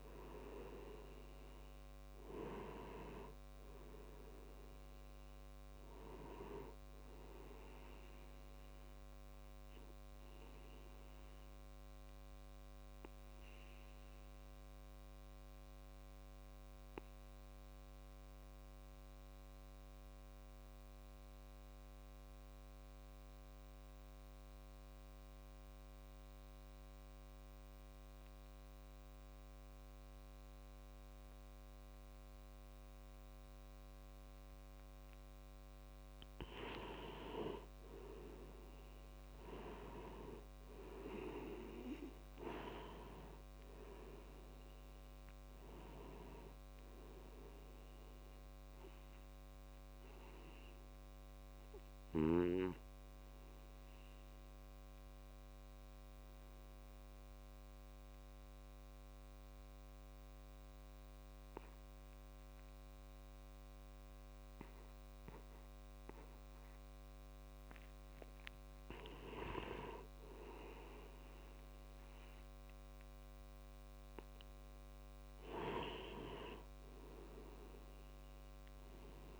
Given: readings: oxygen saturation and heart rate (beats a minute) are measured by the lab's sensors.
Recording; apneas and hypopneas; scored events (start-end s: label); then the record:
breathing in sleep by a microphone on the trachea; 2
0.00-21.00 s: oxygen desaturation (device-marked, oxygen 90% lowest)
11.50-34.00 s: obstructive apnea (oxygen 96% before, 89% lowest)
37.00-41.00 s: arousal
40.00-65.00 s: oxygen desaturation (device-marked, oxygen 96% before, 89% lowest)
49.50-67.00 s: obstructive apnea (oxygen 97% before, 89% lowest)
68.50-72.00 s: arousal
73.00-79.40 s: oxygen desaturation (device-marked, oxygen 98% before, 93% lowest)
From the record:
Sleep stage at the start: N2 (light sleep); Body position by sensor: on the back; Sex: male